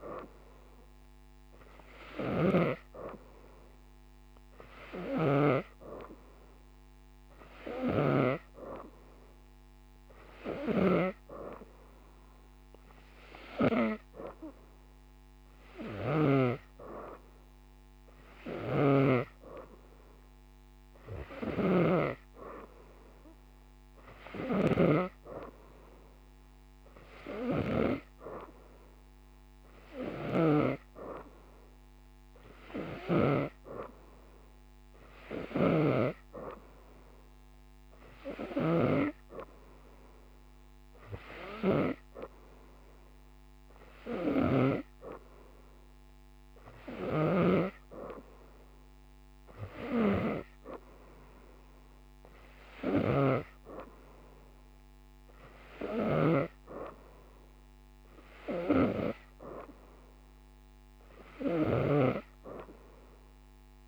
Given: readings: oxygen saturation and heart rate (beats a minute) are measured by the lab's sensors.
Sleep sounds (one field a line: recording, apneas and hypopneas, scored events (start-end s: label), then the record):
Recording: breathing in sleep by a microphone on the trachea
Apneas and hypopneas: none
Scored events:
2.00-5.50 s: snoring (device-marked)
15.50-19.00 s: snoring (device-marked)
21.00-30.50 s: snoring (device-marked)
44.00-53.00 s: snoring (device-marked)
61.50-63.88 s: snoring (device-marked)
From the record:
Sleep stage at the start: N2 (light sleep)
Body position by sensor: upright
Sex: female